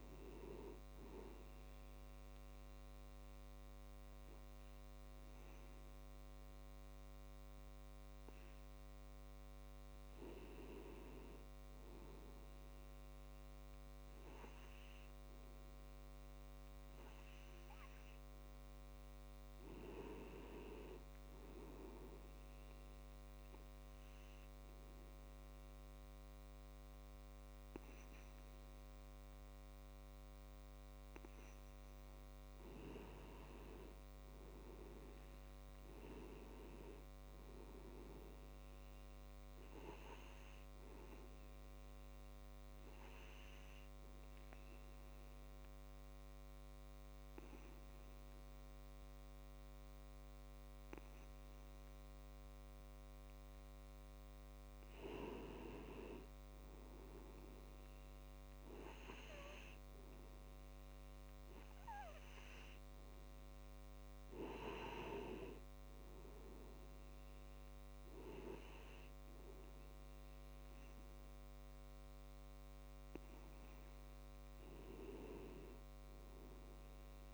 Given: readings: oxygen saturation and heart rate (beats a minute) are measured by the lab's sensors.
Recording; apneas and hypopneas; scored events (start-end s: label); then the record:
breathing in sleep by a microphone on the trachea; 3
1.50-11.50 s: obstructive apnea (oxygen 95% before, 93% lowest)
16.50-19.50 s: arousal
17.00-26.00 s: tachycardia (device-marked)
23.00-33.00 s: obstructive apnea (oxygen 95% before, 92% lowest)
36.00-40.00 s: arousal
45.00-55.00 s: obstructive apnea (oxygen 95% before, 92% lowest)
56.00-59.00 s: arousal
65.00-77.00 s: oxygen desaturation (device-marked, oxygen 96% before, 92% lowest)
From the record:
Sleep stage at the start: N2 (light sleep); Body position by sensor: on the back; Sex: male